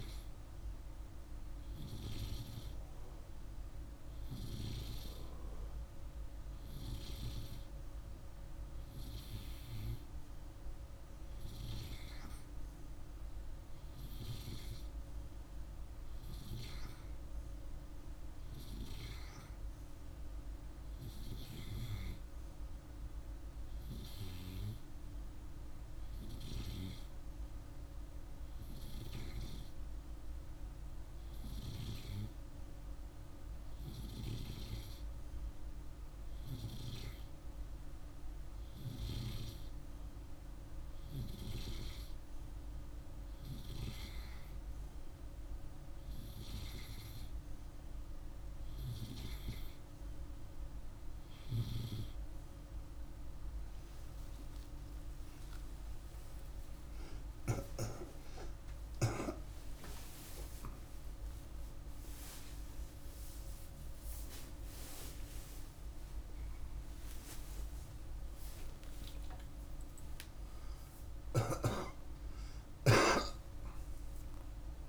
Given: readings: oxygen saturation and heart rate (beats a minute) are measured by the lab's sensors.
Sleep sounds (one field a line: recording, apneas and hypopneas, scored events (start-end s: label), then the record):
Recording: a person partly awake in a sleep study, by a room microphone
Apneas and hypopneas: none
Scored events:
56.00-74.89 s: new sleep stage, awake
From the record:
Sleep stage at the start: N2 (light sleep)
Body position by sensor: on the right side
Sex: male